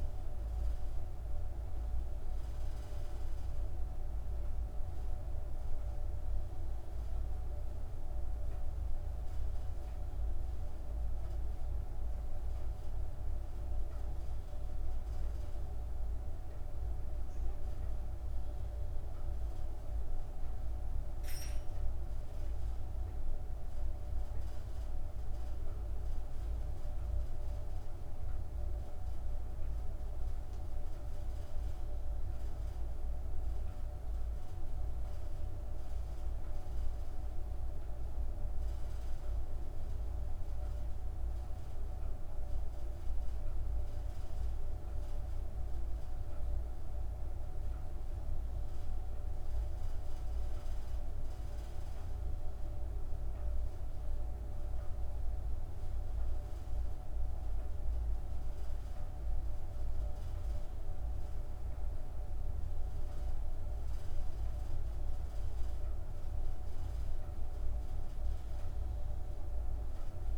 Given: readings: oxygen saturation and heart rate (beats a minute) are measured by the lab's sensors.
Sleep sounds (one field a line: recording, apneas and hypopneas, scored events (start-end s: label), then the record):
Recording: breathing in sleep, hard to hear, by a room microphone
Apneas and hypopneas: none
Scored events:
none scored
From the record:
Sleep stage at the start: N2 (light sleep)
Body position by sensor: on the back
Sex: female